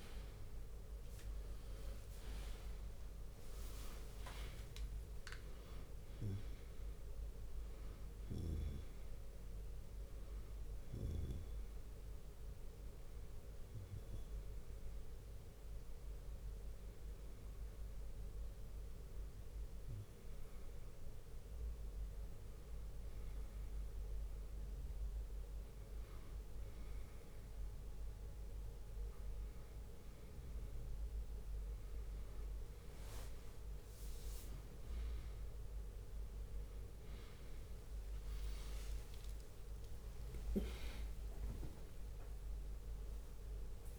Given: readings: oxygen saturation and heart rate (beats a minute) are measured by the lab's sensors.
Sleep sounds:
a person partly awake in a sleep study, by a room microphone; 1
0.00-1.00 s: bradycardia (device-marked, heart rate 56 extreme)
0.00-4.00 s: arousal
0.00-20.00 s: oxygen desaturation (device-marked, oxygen 97% before, 92% lowest, heart rate 59 before, 50 extreme)
11.50-29.00 s: hypopnea (oxygen 97% before, 92% lowest, heart rate 61 before, 50 extreme, up 15 after)
19.00-31.00 s: bradycardia (device-marked, heart rate 69 before, 50 extreme)
22.00-43.99 s: new sleep stage, awake
26.00-28.00 s: long interval between heartbeats (device-marked, heart rate 64 before, 50 extreme)
30.00-35.00 s: drop in pulse transit time (device-marked, heart rate 61 before, 57 extreme)
36.00-43.99 s: tachycardia (device-marked, heart rate 69 before, 169 extreme)
38.00-43.99 s: oxygen desaturation (device-marked, oxygen 96% before, 92% lowest, heart rate 58 before, 63 extreme)
39.50-41.50 s: long interval between heartbeats (device-marked, heart rate 60 before, 109 extreme)
42.00-43.99 s: long interval between heartbeats (device-marked, heart rate 68 before, 144 extreme)
From the record:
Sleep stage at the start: N2 (light sleep); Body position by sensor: on the right side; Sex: male

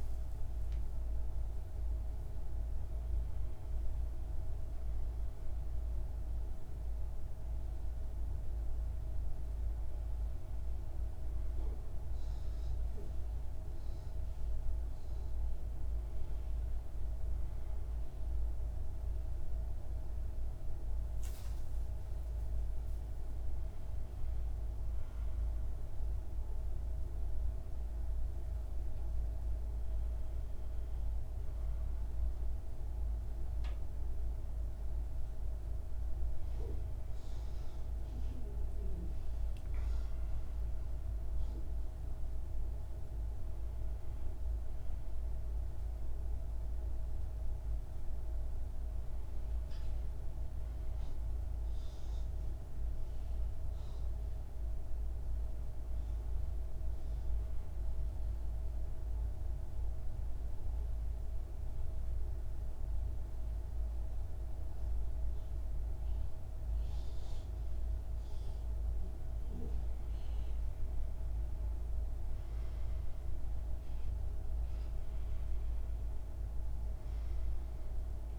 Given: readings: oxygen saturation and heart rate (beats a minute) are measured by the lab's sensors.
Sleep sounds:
breathing in sleep, hard to hear, by a room microphone; 1
57.00-68.50 s: central apnea (oxygen 97% before, 92% lowest, heart rate 63 before, 57 extreme, up 8 after)
70.50-75.00 s: arousal
73.00-78.39 s: oxygen desaturation (device-marked, oxygen 97% before, 92% lowest, heart rate 60 before, 59 extreme)
From the record:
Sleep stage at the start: N1 (lightest sleep); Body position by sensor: on the right side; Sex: male

